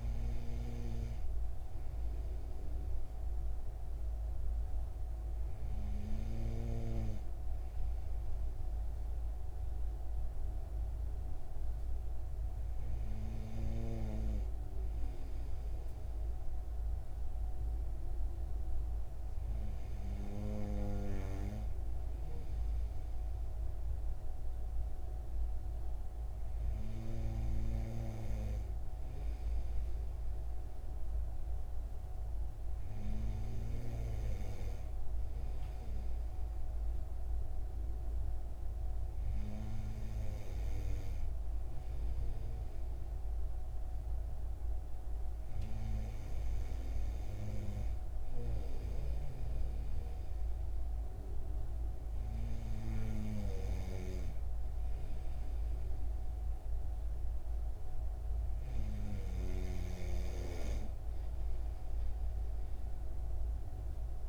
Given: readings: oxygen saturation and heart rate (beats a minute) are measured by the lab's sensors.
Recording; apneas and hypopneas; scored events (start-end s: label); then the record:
breathing in sleep by a room microphone; none
none scored
From the record:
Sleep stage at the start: N2 (light sleep); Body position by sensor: on the right side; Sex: male